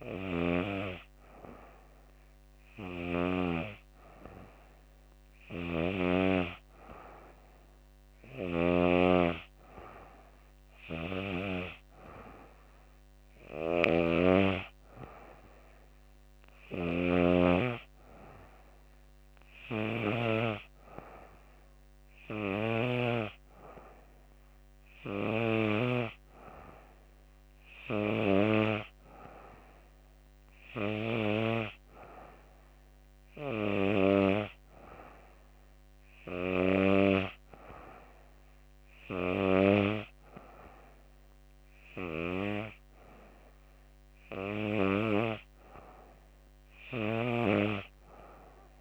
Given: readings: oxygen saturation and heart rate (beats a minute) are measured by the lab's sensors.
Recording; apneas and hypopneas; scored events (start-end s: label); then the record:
breathing in sleep by a microphone on the trachea; none
none scored
From the record:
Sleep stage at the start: N2 (light sleep); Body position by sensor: on the back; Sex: female